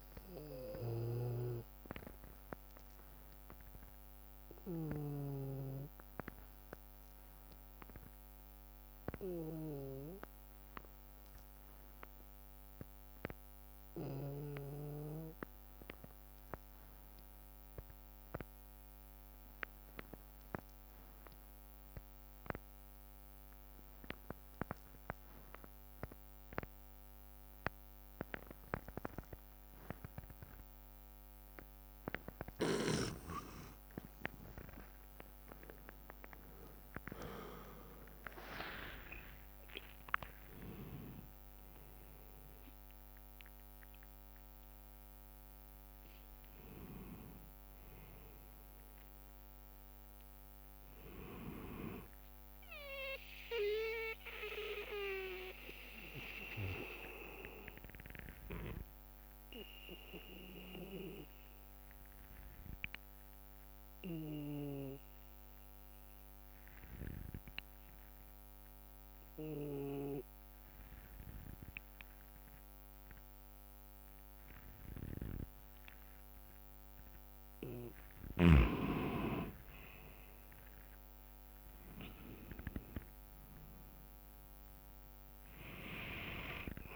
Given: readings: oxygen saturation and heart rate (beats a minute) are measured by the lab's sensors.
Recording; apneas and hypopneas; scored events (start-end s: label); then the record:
breathing in sleep by a microphone on the trachea; 2
0.00-3.00 s: drop in pulse transit time (device-marked, heart rate 65 extreme)
0.00-15.00 s: oxygen desaturation (device-marked, oxygen 89% lowest, heart rate 56 extreme)
1.00-5.50 s: snoring (device-marked)
2.00-18.00 s: bradycardia (device-marked, heart rate 65 before, 56 extreme)
2.00-32.50 s: obstructive apnea (oxygen 97% before, 89% lowest, heart rate 65 before, 56 extreme, up 21 after)
19.00-27.00 s: bradycardia (device-marked, heart rate 65 before, 57 extreme)
27.00-57.00 s: oxygen desaturation (device-marked, oxygen 98% before, 89% lowest, heart rate 58 before, 55 extreme)
34.50-39.00 s: arousal
37.00-48.00 s: drop in pulse transit time (device-marked, heart rate 60 before, 65 extreme)
38.50-40.50 s: long interval between heartbeats (device-marked, heart rate 60 before, 76 extreme)
52.00-61.00 s: bradycardia (device-marked, heart rate 64 before, 55 extreme)
59.50-76.50 s: obstructive apnea (oxygen 99% before, 92% lowest, heart rate 66 before, 57 extreme, up 6 after)
78.00-86.95 s: oxygen desaturation (device-marked, oxygen 99% before, 92% lowest, heart rate 59 before, 57 extreme)
78.50-82.50 s: arousal
From the record:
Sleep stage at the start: N2 (light sleep); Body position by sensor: on the back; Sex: male